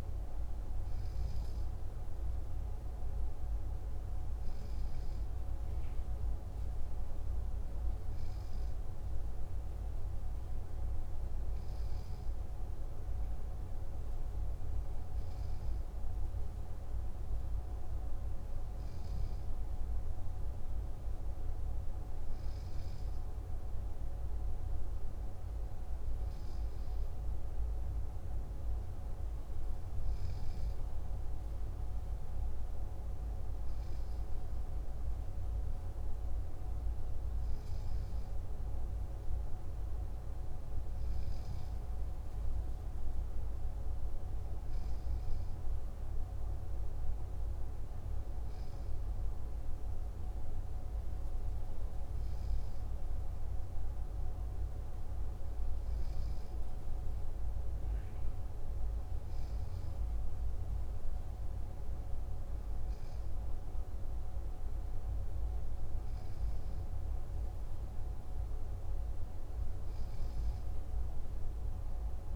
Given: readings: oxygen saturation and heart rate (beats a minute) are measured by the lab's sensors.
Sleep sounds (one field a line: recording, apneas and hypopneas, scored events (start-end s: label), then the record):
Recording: breathing in sleep, hard to hear, by a room microphone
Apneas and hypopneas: none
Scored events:
none scored
From the record:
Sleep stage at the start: N3 (deep sleep)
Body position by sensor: on the left side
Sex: male